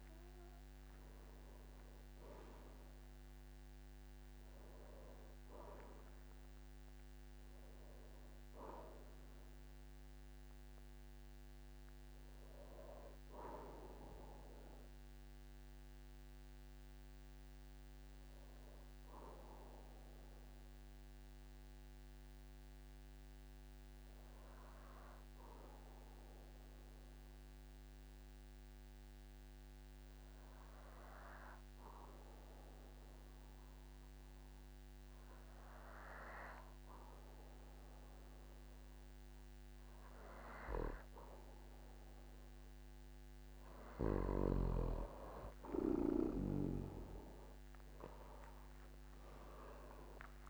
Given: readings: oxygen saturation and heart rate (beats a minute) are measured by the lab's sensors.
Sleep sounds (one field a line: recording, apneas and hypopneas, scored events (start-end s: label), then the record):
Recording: breathing in sleep by a microphone on the trachea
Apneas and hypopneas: 1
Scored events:
0.00-7.00 s: oxygen desaturation (device-marked, oxygen 94% lowest, heart rate 43 extreme)
16.50-42.50 s: obstructive apnea (oxygen 98% before, 93% lowest, heart rate 57 before, 44 extreme, up 12 after)
41.00-50.50 s: oxygen desaturation (device-marked, oxygen 99% before, 93% lowest, heart rate 47 before, 46 extreme)
49.00-50.50 s: arousal
From the record:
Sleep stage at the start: N2 (light sleep)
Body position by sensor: on the back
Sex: male